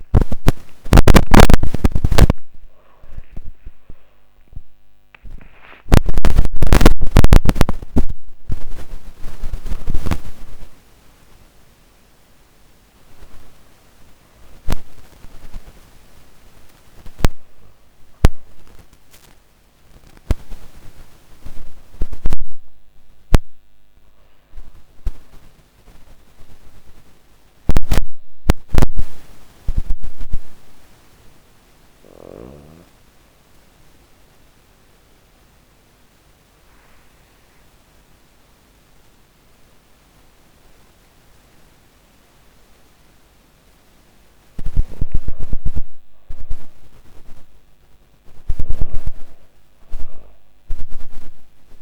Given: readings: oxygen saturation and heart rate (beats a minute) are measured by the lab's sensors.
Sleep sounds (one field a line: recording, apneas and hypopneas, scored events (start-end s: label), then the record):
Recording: a person partly awake in a sleep study, by a microphone on the trachea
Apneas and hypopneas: 1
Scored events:
0.00-12.50 s: oxygen desaturation (device-marked, oxygen 54% lowest, heart rate 79 extreme)
18.50-48.50 s: new sleep stage, N1 (lightest sleep)
33.00-44.00 s: obstructive apnea (oxygen 99% before, 82% lowest, heart rate 151 before, 108 extreme, up 3 after)
45.50-48.50 s: arousal
47.50-51.82 s: oxygen desaturation (device-marked, oxygen 97% before, 91% lowest, heart rate 162 before, 99 extreme)
48.50-51.82 s: new sleep stage, N2 (light sleep)
From the record:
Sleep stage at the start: awake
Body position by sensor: on the back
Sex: female